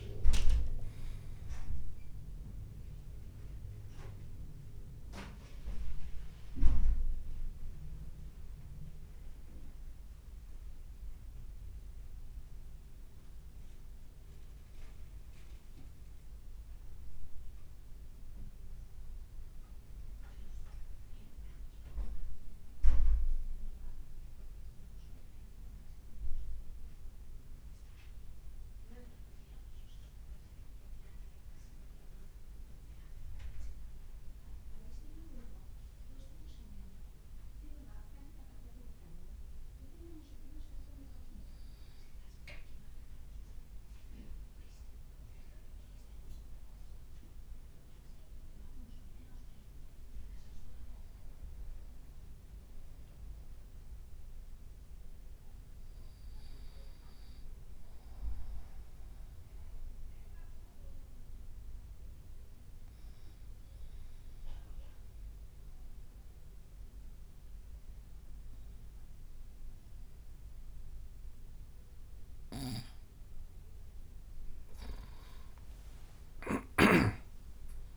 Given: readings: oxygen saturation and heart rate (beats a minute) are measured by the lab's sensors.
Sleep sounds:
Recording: breathing in sleep by a room microphone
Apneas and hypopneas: 2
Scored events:
28.00-32.00 s: arousal
36.00-46.00 s: obstructive apnea (oxygen 97% before, 93% lowest, heart rate 54 before, 52 extreme, up 1 after)
51.00-54.50 s: arousal
58.00-71.50 s: obstructive apnea (oxygen 97% before, 93% lowest, heart rate 53 before, 52 extreme, up 6 after)
73.50-77.97 s: arousal
74.50-77.97 s: leg movement (device-marked)
From the record:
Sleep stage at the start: N2 (light sleep)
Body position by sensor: on the back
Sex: male

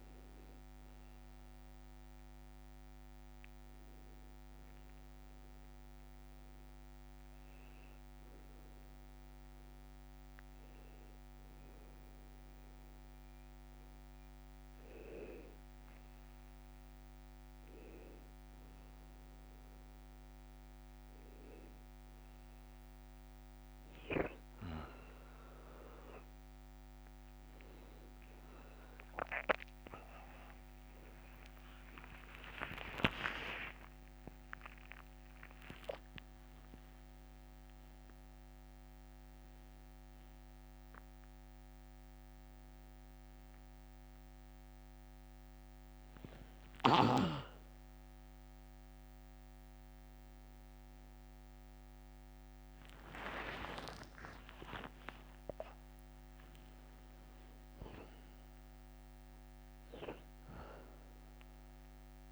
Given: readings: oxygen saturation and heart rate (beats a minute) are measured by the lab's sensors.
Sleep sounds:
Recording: breathing in sleep by a microphone on the trachea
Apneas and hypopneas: 1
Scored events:
1.50-14.00 s: hypopnea (oxygen 99% before, 95% lowest, heart rate 61 before, 57 extreme, up 6 after)
28.50-33.00 s: arousal
29.50-35.50 s: tachycardia (device-marked, heart rate 60 before, 105 extreme)
32.00-34.00 s: long interval between heartbeats (device-marked, heart rate 62 before, 85 extreme)
36.00-38.00 s: long interval between heartbeats (device-marked, heart rate 70 before, 115 extreme)
51.50-57.50 s: tachycardia (device-marked, heart rate 61 before, 119 extreme)
53.00-55.00 s: long interval between heartbeats (device-marked, heart rate 84 before, 73 extreme)
53.00-59.00 s: arousal
58.50-60.50 s: long interval between heartbeats (device-marked, heart rate 82 before, 107 extreme)
From the record:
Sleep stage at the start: N1 (lightest sleep)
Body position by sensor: on the back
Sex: male

